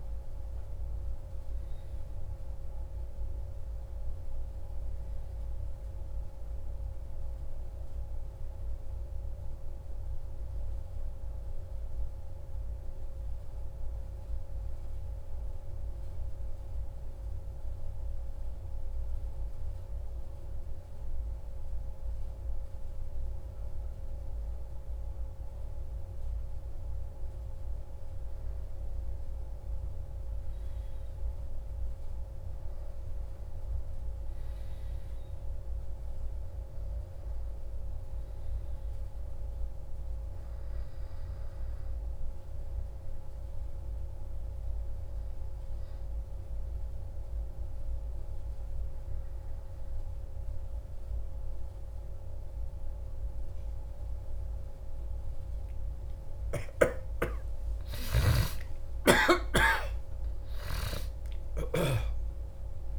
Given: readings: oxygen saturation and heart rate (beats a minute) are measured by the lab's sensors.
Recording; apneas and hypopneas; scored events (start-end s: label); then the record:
breathing in sleep by a room microphone; 2
14.50-26.00 s: mixed apnea (oxygen 95% before, 92% lowest, heart rate 68 before, 65 extreme, up 3 after)
20.50-50.50 s: new sleep stage, N2 (light sleep)
28.00-32.50 s: arousal
32.50-49.50 s: oxygen desaturation (device-marked, oxygen 95% before, 92% lowest, heart rate 67 before, 65 extreme)
43.50-55.50 s: hypopnea (oxygen 95% before, 92% lowest, heart rate 68 before, 65 extreme, up 8 after)
50.50-62.99 s: new sleep stage, N1 (lightest sleep)
57.00-62.50 s: arousal
From the record:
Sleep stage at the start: N1 (lightest sleep); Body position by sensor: on the back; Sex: male